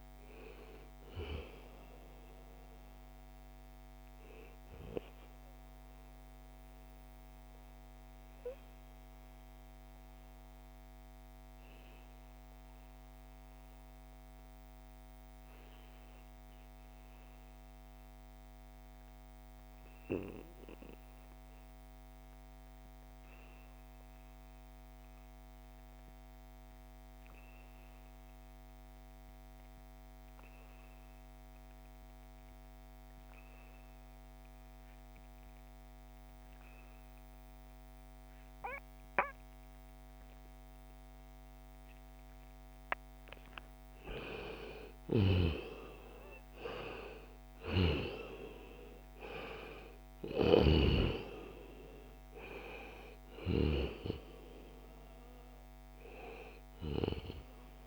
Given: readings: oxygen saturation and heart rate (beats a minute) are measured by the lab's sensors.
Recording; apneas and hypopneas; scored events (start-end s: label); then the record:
breathing in sleep by a microphone on the trachea; 1
0.00-13.00 s: oxygen desaturation (device-marked, oxygen 90% lowest, heart rate 62 extreme)
5.00-44.00 s: mixed apnea (oxygen 96% before, 87% lowest, heart rate 75 before, 60 extreme, up 18 after)
33.00-57.87 s: oxygen desaturation (device-marked, oxygen 97% before, 87% lowest, heart rate 67 before, 60 extreme)
42.50-44.50 s: long interval between heartbeats (device-marked, heart rate 64 before, 62 extreme)
45.00-49.50 s: arousal
From the record:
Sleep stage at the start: N2 (light sleep); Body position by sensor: on the back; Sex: male